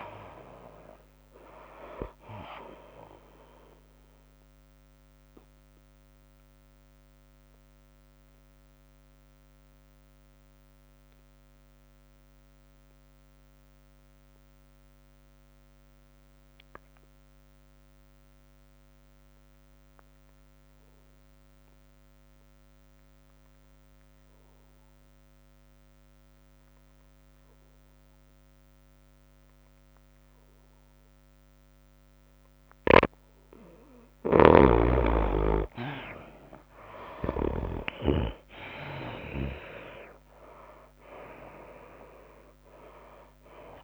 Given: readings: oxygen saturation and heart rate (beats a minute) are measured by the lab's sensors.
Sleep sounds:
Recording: breathing in sleep by a microphone on the trachea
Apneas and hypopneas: 1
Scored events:
0.00-8.50 s: tachycardia (device-marked, heart rate 103 extreme)
0.00-10.50 s: drop in pulse transit time (device-marked, heart rate 99 extreme)
0.00-13.50 s: oxygen desaturation (device-marked, oxygen 81% lowest, heart rate 87 extreme)
5.50-34.00 s: obstructive apnea (oxygen 97% before, 74% lowest, heart rate 96 before, 87 extreme, up 14 after)
23.50-43.84 s: oxygen desaturation (device-marked, oxygen 97% before, 74% lowest, heart rate 99 before, 87 extreme)
24.50-26.50 s: long interval between heartbeats (device-marked, heart rate 98 before, 90 extreme)
37.50-41.00 s: arousal
38.50-43.84 s: tachycardia (device-marked, heart rate 97 before, 104 extreme)
39.50-43.84 s: drop in pulse transit time (device-marked, heart rate 91 before, 96 extreme)
From the record:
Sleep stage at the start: N2 (light sleep)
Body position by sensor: on the right side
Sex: female

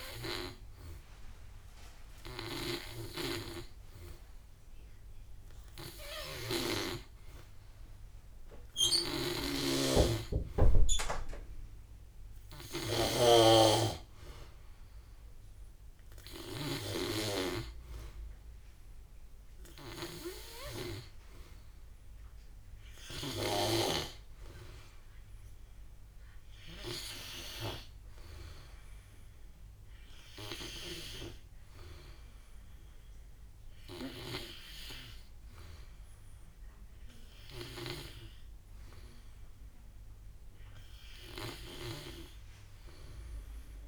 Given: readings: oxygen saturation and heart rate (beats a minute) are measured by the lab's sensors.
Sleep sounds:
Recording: breathing in sleep by a room microphone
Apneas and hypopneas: none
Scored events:
8.50-16.50 s: snoring (device-marked)
From the record:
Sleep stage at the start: N3 (deep sleep)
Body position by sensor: on the back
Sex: male

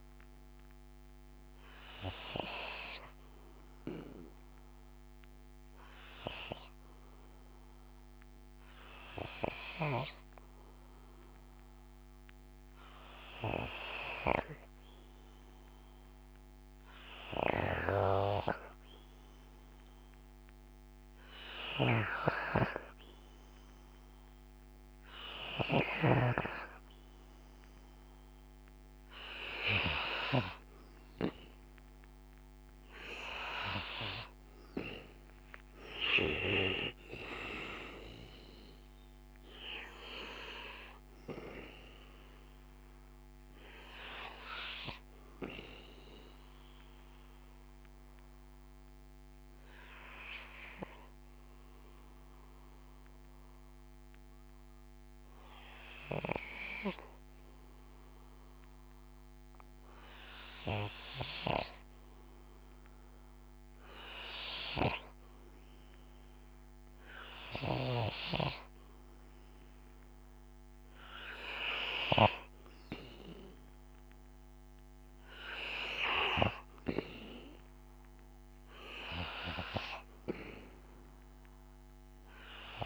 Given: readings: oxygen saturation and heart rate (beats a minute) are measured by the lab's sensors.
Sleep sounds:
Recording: breathing in sleep by a microphone on the trachea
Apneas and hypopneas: 2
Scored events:
0.00-20.00 s: oxygen desaturation (device-marked, oxygen 81% lowest, heart rate 57 extreme)
1.00-29.50 s: obstructive apnea (oxygen 98% before, 81% lowest, heart rate 64 before, 57 extreme, up 5 after)
30.00-64.00 s: oxygen desaturation (device-marked, oxygen 90% before, 81% lowest, heart rate 59 before, 56 extreme)
32.00-37.50 s: arousal
46.50-71.50 s: obstructive apnea (oxygen 90% before, 79% lowest, heart rate 62 before, 56 extreme, up 2 after)
71.00-82.85 s: oxygen desaturation (device-marked, oxygen 95% before, 84% lowest, heart rate 60 before, 56 extreme)
74.00-78.00 s: arousal
From the record:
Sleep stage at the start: N2 (light sleep)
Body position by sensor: on the back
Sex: male

